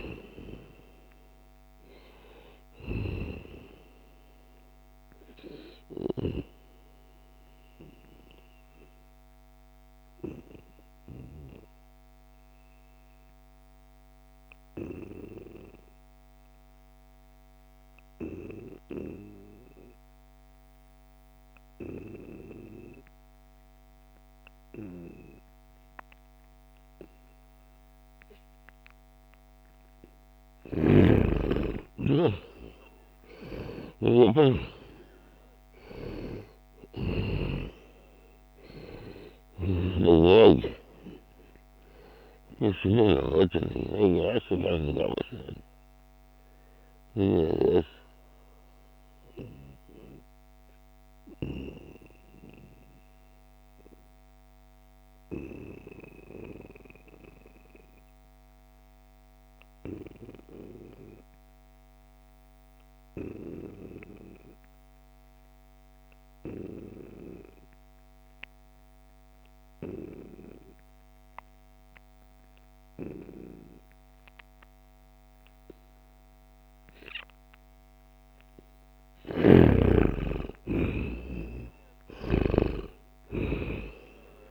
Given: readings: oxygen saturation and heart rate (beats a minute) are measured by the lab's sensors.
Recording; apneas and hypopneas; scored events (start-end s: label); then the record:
breathing in sleep by a microphone on the trachea; 2
8.00-30.00 s: obstructive apnea (oxygen 97% before, 88% lowest, heart rate 75 before, 69 extreme, up 4 after)
25.00-56.00 s: oxygen desaturation (device-marked, oxygen 95% before, 88% lowest, heart rate 74 before, 66 extreme)
30.00-37.00 s: snoring (device-marked)
31.00-34.50 s: arousal
39.00-42.50 s: snoring (device-marked)
48.50-78.00 s: obstructive apnea (oxygen 95% before, 88% lowest, heart rate 76 before, 66 extreme, up 5 after)
73.00-84.50 s: oxygen desaturation (device-marked, oxygen 96% before, 88% lowest, heart rate 73 before, 66 extreme)
79.50-83.50 s: arousal
From the record:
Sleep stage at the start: N2 (light sleep); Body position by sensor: on the back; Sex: male